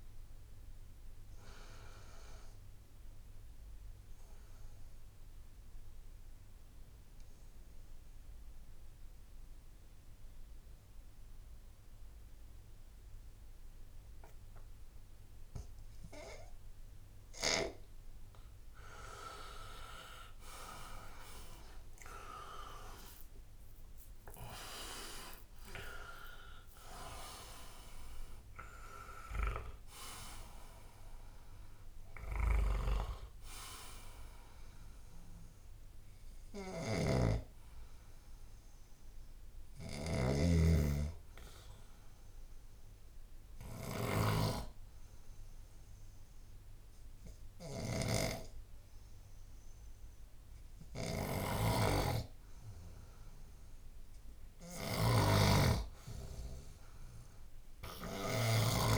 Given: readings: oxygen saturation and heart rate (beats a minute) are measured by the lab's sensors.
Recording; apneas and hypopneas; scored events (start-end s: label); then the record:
breathing in sleep by a room microphone; 2
3.00-18.00 s: obstructive apnea (oxygen 96% before, 91% lowest, heart rate 81 before, 65 extreme, up 26 after)
21.50-24.50 s: arousal
35.00-48.00 s: oxygen desaturation (device-marked, oxygen 96% before, 91% lowest, heart rate 81 before, 62 extreme)
36.50-44.50 s: snoring (device-marked)
42.50-52.50 s: obstructive apnea (oxygen 97% before, 89% lowest, heart rate 85 before, 62 extreme, up 9 after)
51.50-58.98 s: snoring (device-marked)
56.50-58.98 s: arousal
From the record:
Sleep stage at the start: N2 (light sleep); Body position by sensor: on the left side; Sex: male